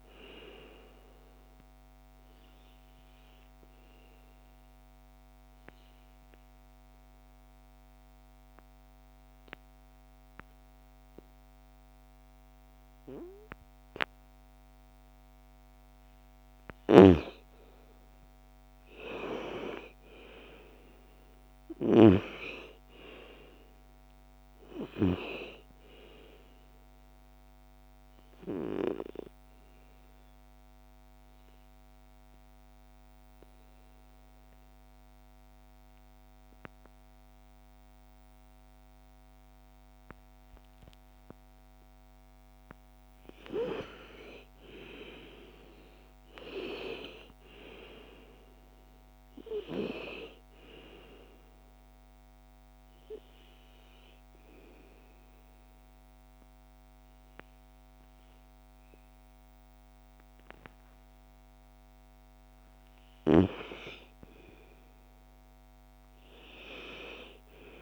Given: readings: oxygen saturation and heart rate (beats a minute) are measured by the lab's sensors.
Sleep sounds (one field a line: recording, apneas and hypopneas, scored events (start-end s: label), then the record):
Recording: breathing in sleep by a microphone on the trachea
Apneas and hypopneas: 3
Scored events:
1.50-14.00 s: obstructive apnea (oxygen 98% before, 91% lowest, heart rate 64 before, 55 extreme, up 53 after)
2.00-13.00 s: oxygen desaturation (device-marked, oxygen 96% before, 92% lowest, heart rate 63 before, 55 extreme)
17.00-21.50 s: arousal
23.00-37.00 s: oxygen desaturation (device-marked, oxygen 97% before, 91% lowest, heart rate 76 before, 54 extreme)
27.50-40.50 s: obstructive apnea (oxygen 97% before, 91% lowest, heart rate 79 before, 54 extreme, up 12 after)
42.00-45.00 s: arousal
50.00-61.50 s: obstructive apnea (oxygen 97% before, 91% lowest, heart rate 63 before, 39 extreme, up 17 after)
51.00-61.00 s: oxygen desaturation (device-marked, oxygen 97% before, 91% lowest, heart rate 62 before, 39 extreme)
63.50-67.50 s: arousal
From the record:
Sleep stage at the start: N2 (light sleep)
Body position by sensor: on the back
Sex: female